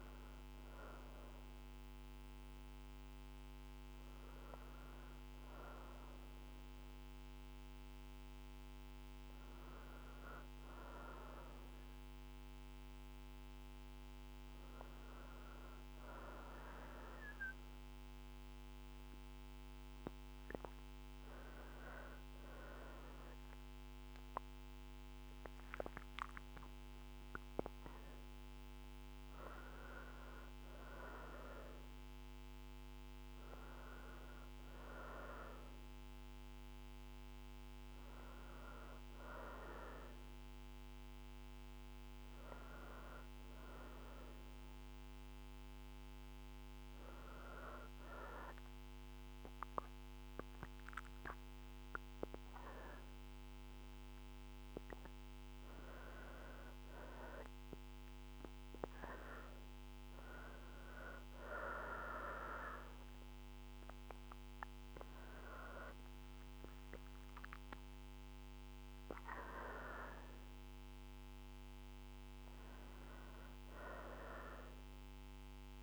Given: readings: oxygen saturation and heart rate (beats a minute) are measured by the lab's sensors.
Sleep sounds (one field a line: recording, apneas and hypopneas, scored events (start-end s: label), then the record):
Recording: breathing in sleep by a microphone on the trachea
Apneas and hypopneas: none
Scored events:
none scored
From the record:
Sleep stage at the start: N2 (light sleep)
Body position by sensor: on the right side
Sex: female